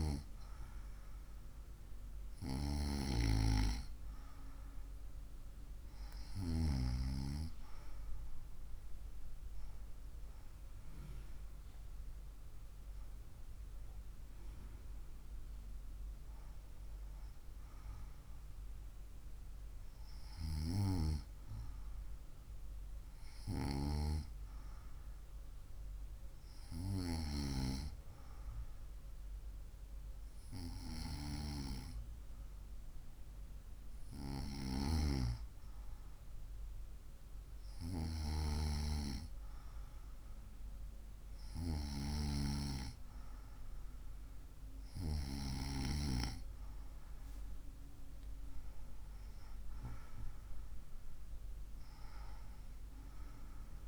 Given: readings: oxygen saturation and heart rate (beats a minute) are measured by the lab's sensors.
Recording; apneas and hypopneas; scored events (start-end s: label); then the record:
breathing in sleep by a room microphone; none
none scored
From the record:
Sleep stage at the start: N2 (light sleep); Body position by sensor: on the right side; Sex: female